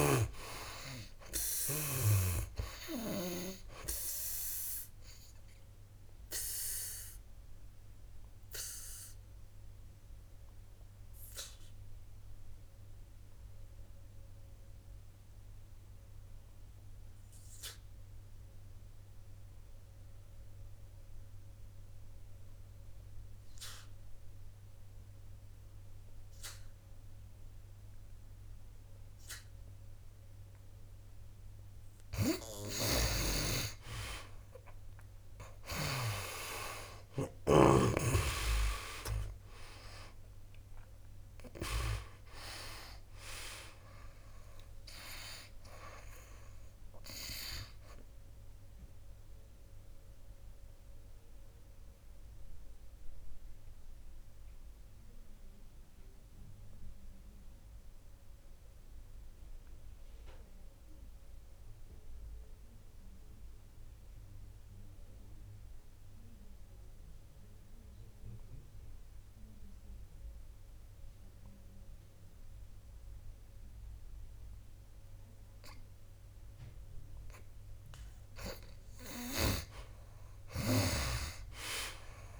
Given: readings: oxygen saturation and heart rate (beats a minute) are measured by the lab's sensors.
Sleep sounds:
breathing in sleep by a room microphone; 2
0.00-1.50 s: arousal
0.00-2.50 s: snoring (device-marked)
5.50-31.00 s: obstructive apnea (oxygen 95% before, 78% lowest, heart rate 67 before, 62 extreme, up 11 after)
6.50-28.50 s: oxygen desaturation (device-marked, oxygen 95% before, 78% lowest, heart rate 68 before, 62 extreme)
33.00-36.50 s: snoring (device-marked)
36.50-40.50 s: arousal
39.50-52.50 s: oxygen desaturation (device-marked, oxygen 98% before, 89% lowest, heart rate 65 before, 62 extreme)
48.50-77.50 s: obstructive apnea (oxygen 98% before, 79% lowest, heart rate 73 before, 62 extreme, up 6 after)
54.50-68.50 s: oxygen desaturation (device-marked, oxygen 91% before, 79% lowest, heart rate 75 before, 63 extreme)
79.50-82.40 s: snoring (device-marked)
80.00-82.40 s: arousal
From the record:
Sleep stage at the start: N2 (light sleep); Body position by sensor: on the back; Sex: male

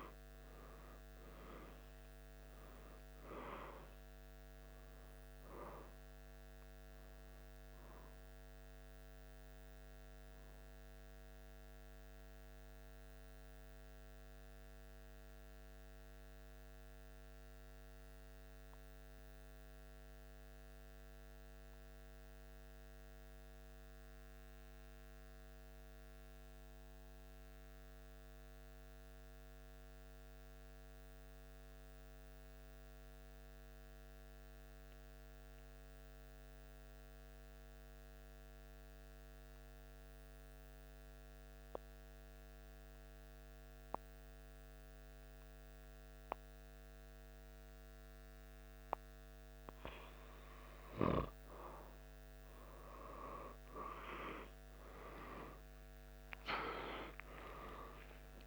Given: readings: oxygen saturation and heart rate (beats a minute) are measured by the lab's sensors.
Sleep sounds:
breathing in sleep by a microphone on the trachea; 1
0.00-13.00 s: oxygen desaturation (device-marked, oxygen 99% before, 93% lowest, heart rate 74 before, 74 extreme)
14.00-51.00 s: mixed apnea (oxygen 99% before, 92% lowest, heart rate 75 before, 74 extreme, up 0 after)
From the record:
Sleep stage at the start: N2 (light sleep); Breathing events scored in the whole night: 195 in 3.5 hours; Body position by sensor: on the back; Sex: male

